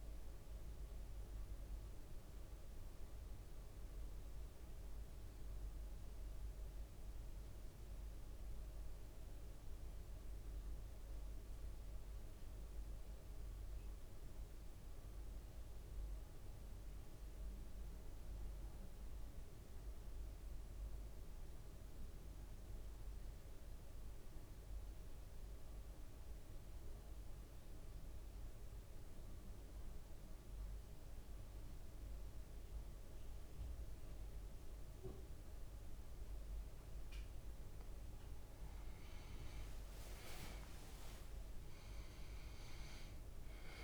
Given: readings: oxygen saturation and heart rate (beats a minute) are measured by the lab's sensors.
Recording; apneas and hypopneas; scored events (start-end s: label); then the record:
a person partly awake in a sleep study, hard to hear, by a room microphone; 1
14.50-18.50 s: arousal
16.50-18.50 s: leg movement (device-marked)
20.50-37.00 s: central apnea (oxygen 100% before, 93% lowest, heart rate 55 before, 54 extreme, up 8 after)
31.00-43.84 s: new sleep stage, awake
39.00-41.00 s: leg movement (device-marked)
From the record:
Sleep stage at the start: N1 (lightest sleep); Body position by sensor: on the back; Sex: male